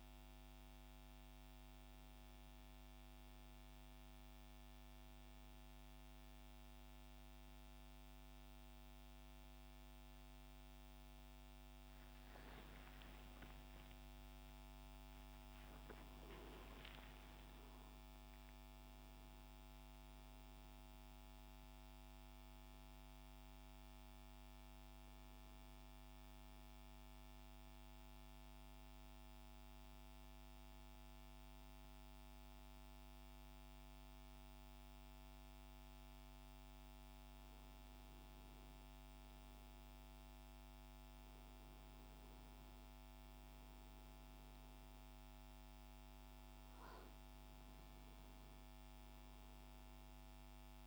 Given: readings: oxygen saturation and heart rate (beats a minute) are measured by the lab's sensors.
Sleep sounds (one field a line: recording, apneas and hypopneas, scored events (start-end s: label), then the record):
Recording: breathing in sleep, hard to hear, by a microphone on the trachea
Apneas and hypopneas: 1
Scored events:
13.00-17.00 s: arousal
29.00-39.00 s: central apnea (oxygen 97% before, 93% lowest, heart rate 76 before, 64 extreme, up 5 after)
41.50-45.50 s: arousal
From the record:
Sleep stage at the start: N2 (light sleep)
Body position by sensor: on the back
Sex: male